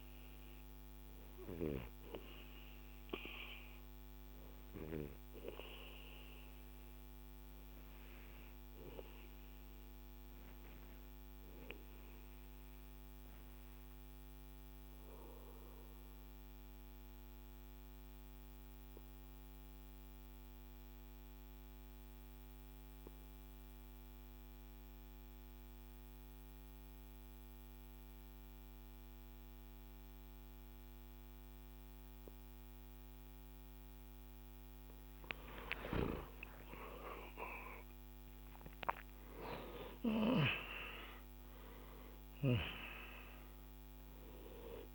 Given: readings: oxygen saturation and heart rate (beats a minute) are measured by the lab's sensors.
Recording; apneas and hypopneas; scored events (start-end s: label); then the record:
breathing in sleep by a microphone on the trachea; 1
0.00-15.50 s: oxygen desaturation (device-marked, oxygen 89% lowest, heart rate 58 extreme)
2.00-32.50 s: obstructive apnea (oxygen 99% before, 89% lowest, heart rate 74 before, 58 extreme, up 24 after)
34.50-39.00 s: arousal
35.50-44.95 s: oxygen desaturation (device-marked, oxygen 98% before, 90% lowest, heart rate 64 before, 58 extreme)
From the record:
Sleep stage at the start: N2 (light sleep); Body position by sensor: on the back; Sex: male